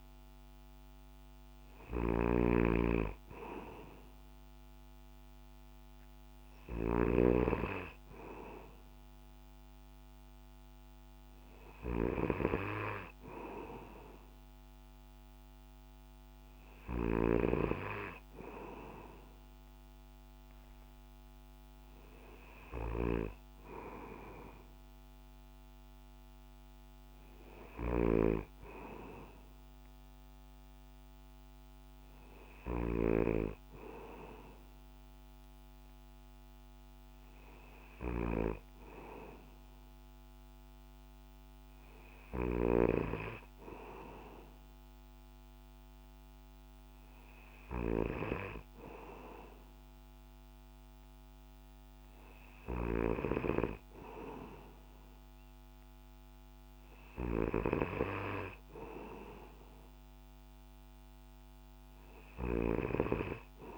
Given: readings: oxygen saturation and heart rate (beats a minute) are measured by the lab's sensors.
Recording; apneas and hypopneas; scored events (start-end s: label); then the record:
breathing in sleep by a microphone on the trachea; none
0.00-7.00 s: snoring (device-marked)
From the record:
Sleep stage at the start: N2 (light sleep); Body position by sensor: on the back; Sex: male